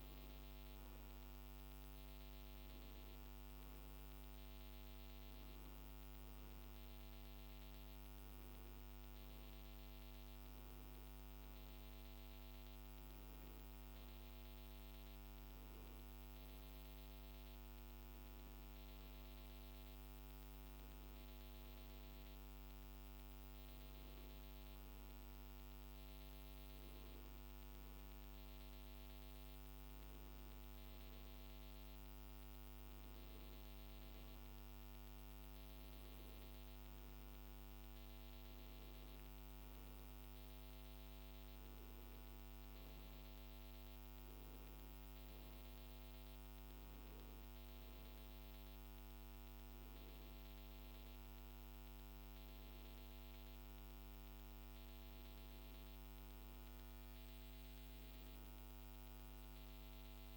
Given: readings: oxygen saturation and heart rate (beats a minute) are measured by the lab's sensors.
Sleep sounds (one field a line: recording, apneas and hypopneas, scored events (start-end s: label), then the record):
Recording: a person awake in a sleep study, hard to hear, by a microphone on the trachea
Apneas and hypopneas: none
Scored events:
none scored
From the record:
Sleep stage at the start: awake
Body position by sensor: on the back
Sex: male